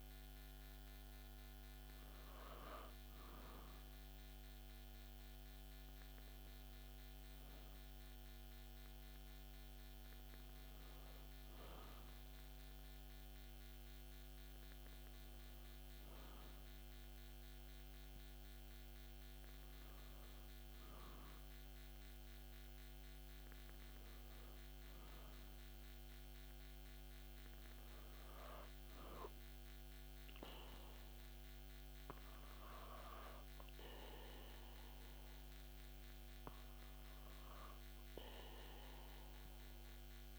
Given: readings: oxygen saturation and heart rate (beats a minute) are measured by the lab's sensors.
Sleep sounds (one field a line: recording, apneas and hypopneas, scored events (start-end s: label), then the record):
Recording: breathing in sleep, hard to hear, by a microphone on the trachea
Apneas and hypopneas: none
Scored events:
none scored
From the record:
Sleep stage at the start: N2 (light sleep)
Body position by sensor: on the back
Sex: male